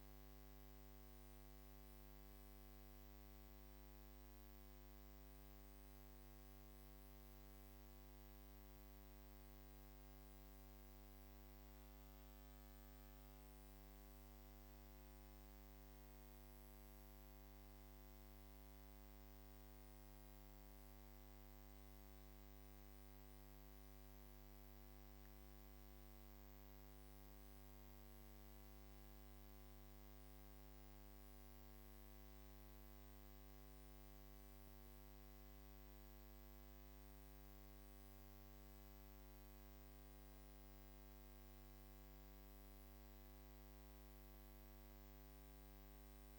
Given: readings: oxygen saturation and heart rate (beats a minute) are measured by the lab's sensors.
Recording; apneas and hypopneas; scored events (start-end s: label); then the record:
breathing in sleep, hard to hear, by a microphone on the trachea; 1
7.00-10.50 s: arousal
13.50-25.50 s: mixed apnea (oxygen 99% before, 96% lowest, heart rate 93 before, 62 extreme)
28.00-46.39 s: new sleep stage, N2 (light sleep)
28.50-32.50 s: arousal
From the record:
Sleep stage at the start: N1 (lightest sleep); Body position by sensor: on the back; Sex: female